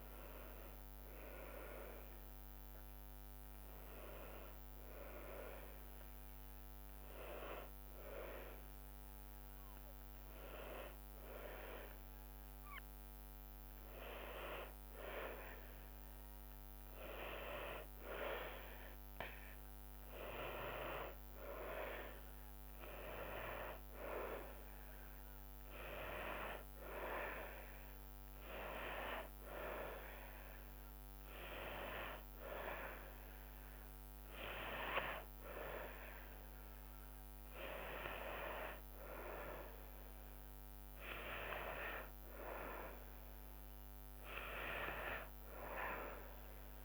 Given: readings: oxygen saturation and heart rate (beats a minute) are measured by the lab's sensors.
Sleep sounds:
breathing in sleep by a microphone on the trachea; none
3.50-11.50 s: oxygen desaturation (device-marked, oxygen 95% before, 91% lowest, heart rate 79 before, 73 extreme)
From the record:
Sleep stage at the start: N2 (light sleep); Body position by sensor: on the back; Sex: female

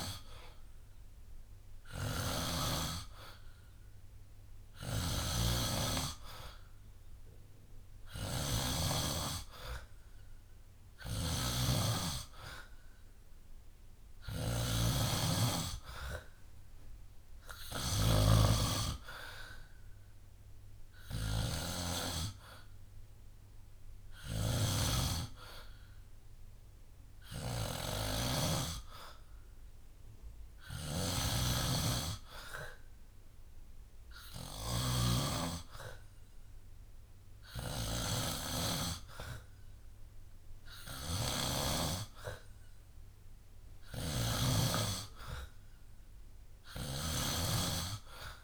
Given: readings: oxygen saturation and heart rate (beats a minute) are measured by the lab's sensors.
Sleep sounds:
breathing in sleep by a room microphone; none
1.50-48.44 s: snoring (device-marked)
From the record:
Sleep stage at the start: N2 (light sleep); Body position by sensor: on the back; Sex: male

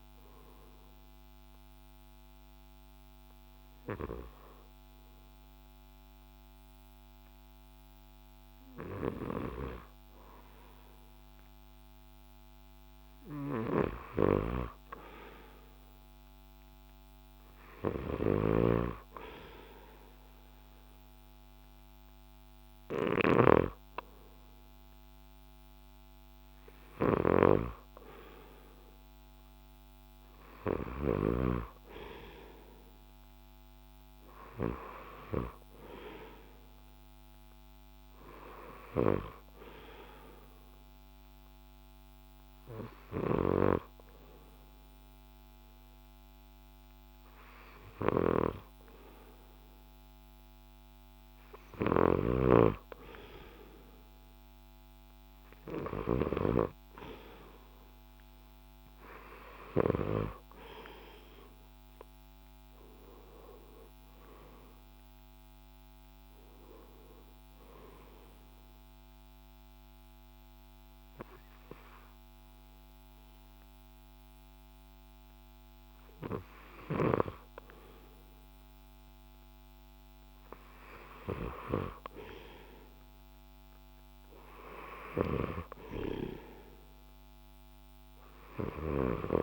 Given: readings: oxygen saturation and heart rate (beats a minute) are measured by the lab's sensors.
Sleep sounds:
breathing in sleep by a microphone on the trachea; 3
0.00-8.00 s: oxygen desaturation (device-marked, oxygen 88% lowest)
3.00-14.00 s: hypopnea (oxygen 96% before, 88% lowest)
16.00-19.50 s: arousal
18.50-28.00 s: snoring (device-marked)
22.00-30.00 s: drop in pulse transit time (device-marked)
23.00-39.00 s: oxygen desaturation (device-marked, oxygen 95% before, 88% lowest)
40.00-52.50 s: hypopnea (oxygen 95% before, 88% lowest)
41.00-56.00 s: oxygen desaturation (device-marked, oxygen 91% before, 88% lowest)
52.00-56.50 s: snoring (device-marked)
55.50-60.50 s: arousal
58.00-78.00 s: oxygen desaturation (device-marked, oxygen 93% before, 88% lowest)
69.50-80.50 s: obstructive apnea (oxygen 93% before, 88% lowest)
83.00-86.50 s: arousal
From the record:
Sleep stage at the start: N2 (light sleep); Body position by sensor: on the left side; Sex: male

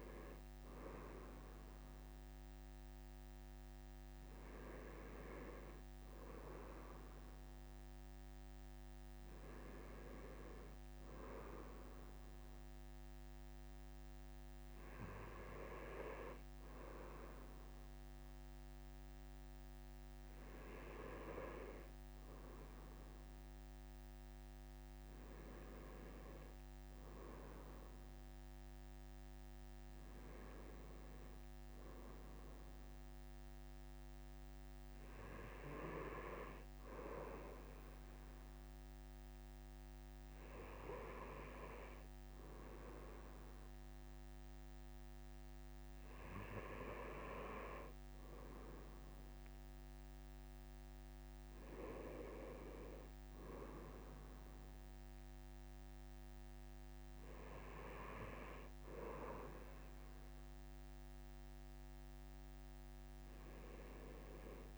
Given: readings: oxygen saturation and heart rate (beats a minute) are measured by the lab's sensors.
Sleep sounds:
breathing in sleep by a microphone on the trachea; none
none scored
From the record:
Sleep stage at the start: N2 (light sleep); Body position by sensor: on the right side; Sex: male

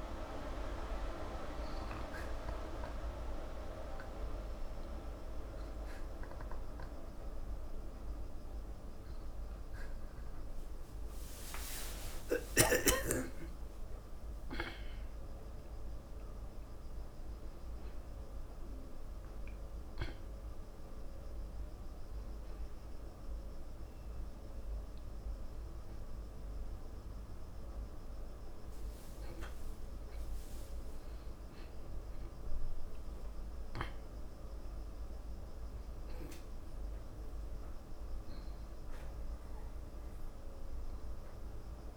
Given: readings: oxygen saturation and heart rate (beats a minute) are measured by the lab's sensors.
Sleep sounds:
breathing in sleep by a room microphone; none
12.00-17.50 s: arousal
From the record:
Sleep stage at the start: N2 (light sleep); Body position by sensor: on the back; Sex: male

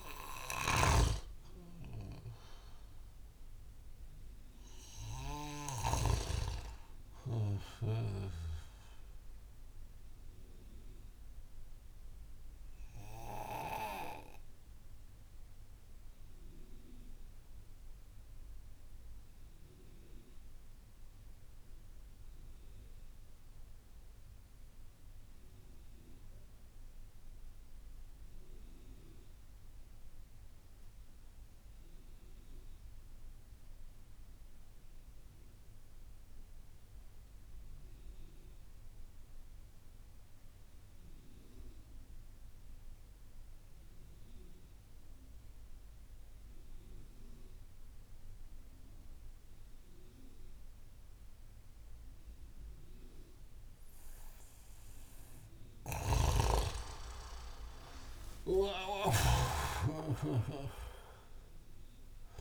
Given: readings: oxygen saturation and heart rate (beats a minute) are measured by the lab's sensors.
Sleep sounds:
breathing in sleep by a room microphone; 1
0.00-5.50 s: snoring (device-marked)
9.50-54.00 s: mixed apnea (oxygen 94% before, 87% lowest)
37.00-62.41 s: oxygen desaturation (device-marked, oxygen 98% before, 90% lowest)
55.50-59.00 s: snoring (device-marked)
56.00-61.00 s: arousal
From the record:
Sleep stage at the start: N2 (light sleep); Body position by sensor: on the back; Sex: male

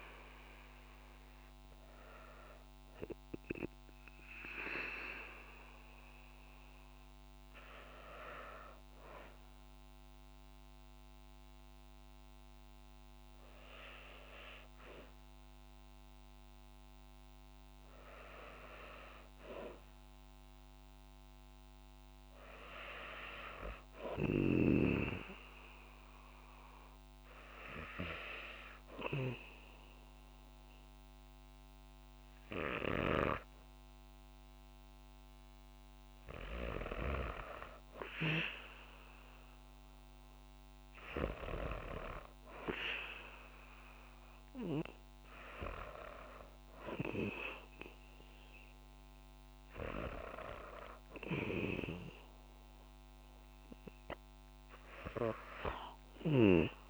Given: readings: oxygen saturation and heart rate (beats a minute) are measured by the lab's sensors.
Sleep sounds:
breathing in sleep by a microphone on the trachea; 1
23.50-36.00 s: obstructive apnea (oxygen 97% before, 94% lowest, heart rate 59 before, 60 extreme, up 6 after)
38.00-42.00 s: arousal
From the record:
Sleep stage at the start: N2 (light sleep); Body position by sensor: on the back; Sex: female

